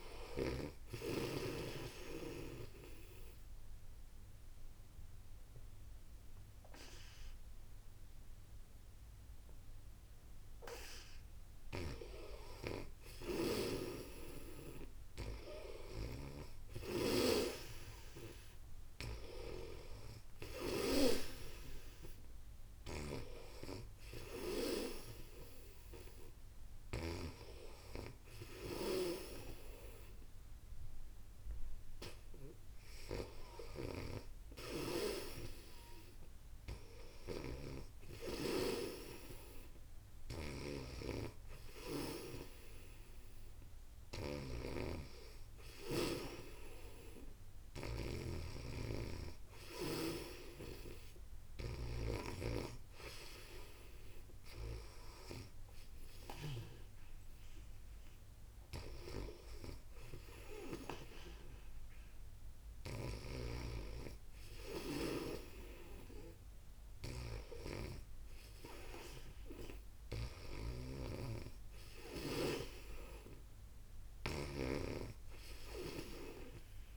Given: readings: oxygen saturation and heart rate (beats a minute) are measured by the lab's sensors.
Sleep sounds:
breathing in sleep by a room microphone; 1
1.50-11.50 s: obstructive apnea (oxygen 96% before, 92% lowest, heart rate 66 before, 61 extreme, up 4 after)
11.00-16.00 s: snoring (device-marked)
14.00-18.00 s: arousal
22.50-56.50 s: snoring (device-marked)
28.00-39.00 s: oxygen desaturation (device-marked, oxygen 96% before, 92% lowest, heart rate 63 before, 56 extreme)
58.50-76.97 s: snoring (device-marked)
From the record:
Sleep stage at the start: N2 (light sleep); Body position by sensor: on the back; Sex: female

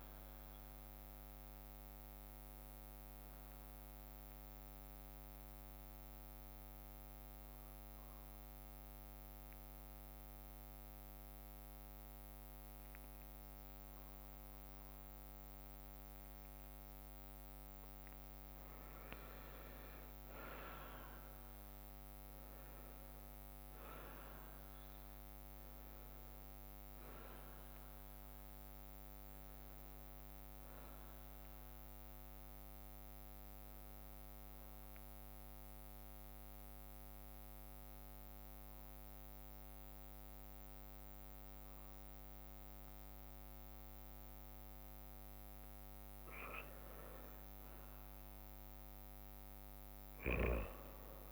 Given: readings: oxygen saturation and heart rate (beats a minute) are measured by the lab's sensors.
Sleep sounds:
breathing in sleep, hard to hear, by a microphone on the trachea; 2
5.00-17.50 s: mixed apnea (oxygen 96% before, 91% lowest, heart rate 64 before, 59 extreme, up 6 after)
5.50-9.50 s: bradycardia (device-marked, heart rate 69 before, 59 extreme)
10.50-51.32 s: new sleep stage, N2 (light sleep)
19.50-23.50 s: arousal
24.50-38.50 s: oxygen desaturation (device-marked, oxygen 96% before, 91% lowest, heart rate 61 before, 59 extreme)
34.50-45.00 s: central apnea (oxygen 96% before, 91% lowest, heart rate 63 before, 59 extreme, up 4 after)
35.50-38.50 s: bradycardia (device-marked, heart rate 69 before, 60 extreme)
48.00-51.32 s: arousal
From the record:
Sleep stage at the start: N1 (lightest sleep); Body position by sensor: on the back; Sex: female

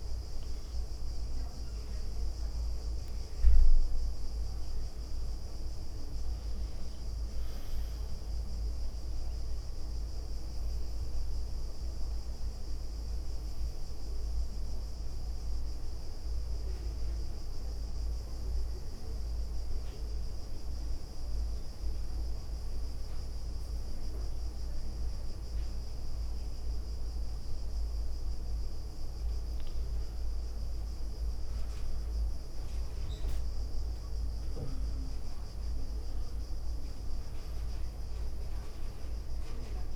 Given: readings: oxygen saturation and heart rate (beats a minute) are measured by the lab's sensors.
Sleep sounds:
breathing in sleep, hard to hear, by a room microphone; none
0.00-2.00 s: leg movement (device-marked)
3.00-5.00 s: leg movement (device-marked)
6.00-7.50 s: leg movement (device-marked)
9.00-10.50 s: leg movement (device-marked)
30.50-35.50 s: arousal
From the record:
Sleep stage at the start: N2 (light sleep); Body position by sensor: on the right side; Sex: female

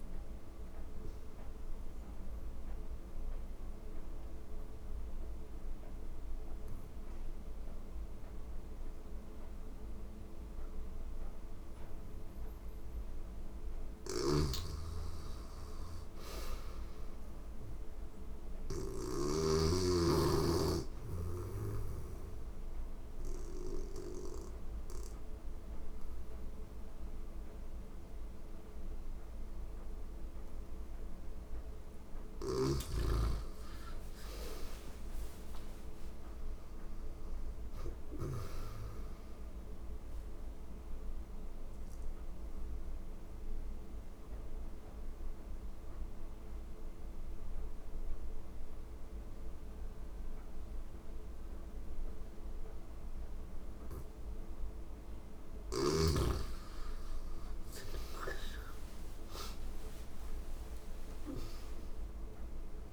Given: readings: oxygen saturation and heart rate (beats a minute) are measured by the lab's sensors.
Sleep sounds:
breathing in sleep by a room microphone; 3
0.50-13.00 s: obstructive apnea (oxygen 96% before, 89% lowest, heart rate 87 before, 85 extreme, up 3 after)
6.00-14.00 s: oxygen desaturation (device-marked, oxygen 96% before, 90% lowest, heart rate 88 before, 85 extreme)
13.50-18.50 s: snoring (device-marked)
14.50-17.50 s: arousal
20.50-31.50 s: obstructive apnea (oxygen 96% before, 89% lowest, heart rate 88 before, 86 extreme, up 14 after)
29.00-38.00 s: oxygen desaturation (device-marked, oxygen 97% before, 90% lowest, heart rate 86 before, 85 extreme)
31.50-37.50 s: snoring (device-marked)
32.50-36.00 s: arousal
40.00-55.00 s: obstructive apnea (oxygen 97% before, 89% lowest, heart rate 90 before, 85 extreme, up 23 after)
47.00-56.00 s: oxygen desaturation (device-marked, oxygen 96% before, 91% lowest, heart rate 91 before, 85 extreme)
55.50-59.00 s: arousal
From the record:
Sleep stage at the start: N2 (light sleep); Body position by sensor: on the back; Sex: female

